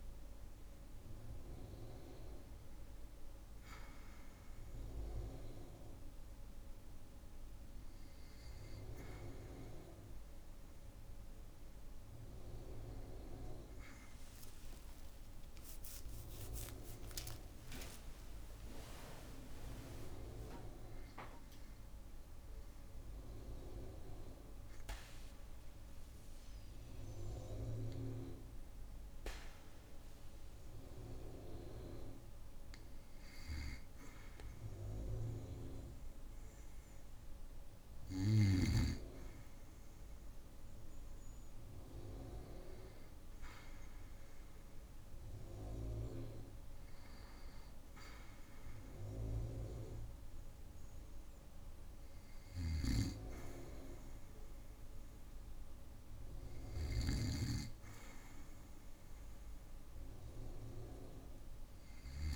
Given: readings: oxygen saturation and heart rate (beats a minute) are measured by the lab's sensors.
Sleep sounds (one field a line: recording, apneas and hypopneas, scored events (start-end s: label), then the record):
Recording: breathing in sleep by a room microphone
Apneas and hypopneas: 1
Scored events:
14.00-17.50 s: arousal
16.50-18.50 s: long interval between heartbeats (device-marked, heart rate 56 before, 79 extreme)
29.50-42.00 s: hypopnea (oxygen 98% before, 97% lowest, heart rate 67 before, 53 extreme, up 3 after)
44.00-48.00 s: arousal
52.50-62.35 s: snoring (device-marked)
From the record:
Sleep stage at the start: N2 (light sleep)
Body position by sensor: on the back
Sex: male